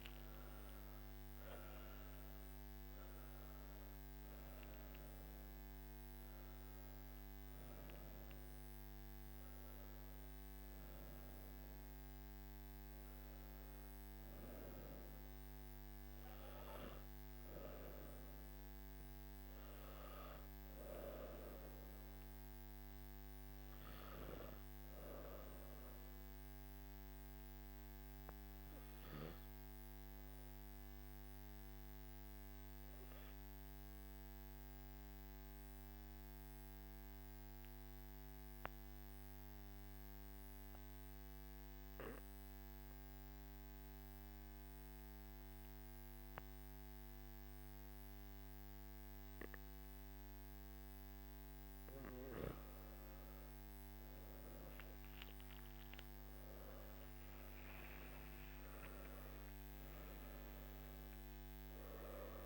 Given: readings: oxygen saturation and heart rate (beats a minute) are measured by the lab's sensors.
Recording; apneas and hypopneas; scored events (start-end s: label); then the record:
breathing in sleep by a microphone on the trachea; 1
0.00-11.00 s: oxygen desaturation (device-marked, oxygen 93% lowest, heart rate 45 extreme)
23.00-29.00 s: oxygen desaturation (device-marked, oxygen 94% before, 91% lowest, heart rate 53 before, 46 extreme)
27.50-51.50 s: obstructive apnea (oxygen 94% before, 91% lowest, heart rate 49 before, 47 extreme, up 16 after)
49.00-62.46 s: oxygen desaturation (device-marked, oxygen 99% before, 92% lowest, heart rate 49 before, 47 extreme)
From the record:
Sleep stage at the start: N2 (light sleep); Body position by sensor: on the back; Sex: male